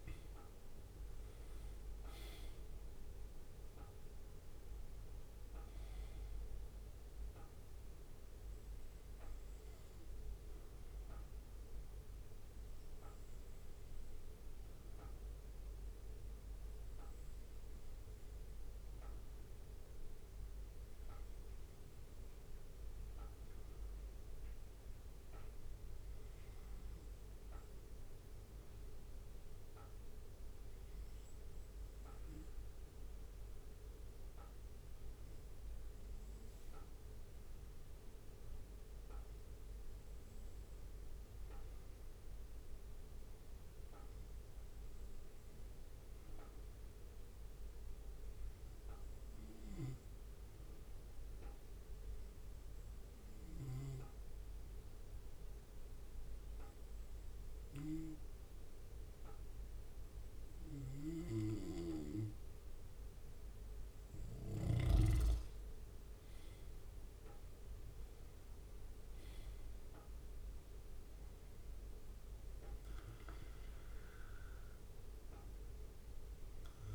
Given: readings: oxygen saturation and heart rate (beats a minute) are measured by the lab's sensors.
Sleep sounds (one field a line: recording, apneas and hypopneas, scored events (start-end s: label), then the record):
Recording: breathing in sleep by a room microphone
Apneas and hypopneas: 1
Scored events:
6.50-14.50 s: bradycardia (device-marked, heart rate 59 before, 58 extreme)
15.50-61.50 s: bradycardia (device-marked, heart rate 59 before, 57 extreme)
20.00-61.50 s: hypopnea (oxygen 97% before, 95% lowest, heart rate 61 before, 57 extreme, up 3 after)
64.50-68.50 s: arousal
70.50-76.95 s: bradycardia (device-marked, heart rate 59 before, 57 extreme)
From the record:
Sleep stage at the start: N2 (light sleep)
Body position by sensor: on the back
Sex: male